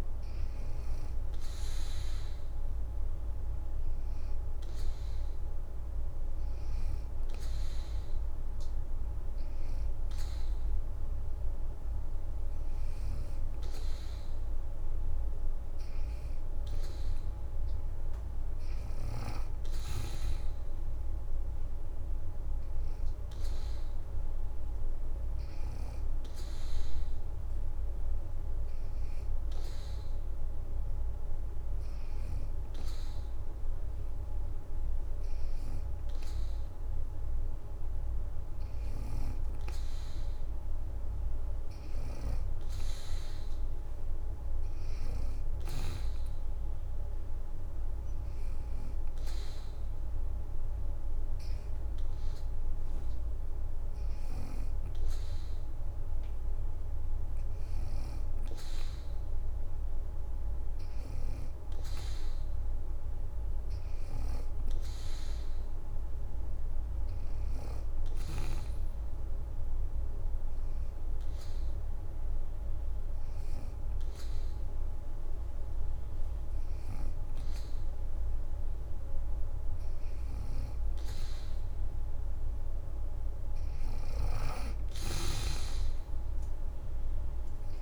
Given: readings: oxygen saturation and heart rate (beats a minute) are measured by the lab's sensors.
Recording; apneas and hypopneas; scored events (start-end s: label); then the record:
breathing in sleep, hard to hear, by a room microphone; 4
1.00-11.00 s: hypopnea (oxygen 90% before, 84% lowest, heart rate 80 before, 70 extreme, up 2 after)
2.50-16.50 s: oxygen desaturation (device-marked, oxygen 92% before, 87% lowest, heart rate 80 before, 69 extreme)
14.00-18.50 s: arousal
18.50-29.50 s: oxygen desaturation (device-marked, oxygen 90% before, 86% lowest, heart rate 77 before, 69 extreme)
23.50-27.00 s: leg movement (device-marked)
26.00-37.50 s: hypopnea (oxygen 92% before, 84% lowest, heart rate 77 before, 69 extreme, up 11 after)
39.50-42.50 s: arousal
46.50-61.50 s: oxygen desaturation (device-marked, oxygen 88% before, 84% lowest, heart rate 74 before, 72 extreme)
47.00-57.50 s: hypopnea (oxygen 90% before, 82% lowest, heart rate 74 before, 72 extreme, up 3 after)
62.00-65.50 s: arousal
67.50-75.50 s: oxygen desaturation (device-marked, oxygen 88% before, 84% lowest, heart rate 81 before, 73 extreme)
69.50-80.00 s: hypopnea (oxygen 88% before, 82% lowest, heart rate 80 before, 70 extreme, up 8 after)
85.00-87.82 s: arousal
From the record:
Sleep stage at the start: N2 (light sleep); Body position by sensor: on the back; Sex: female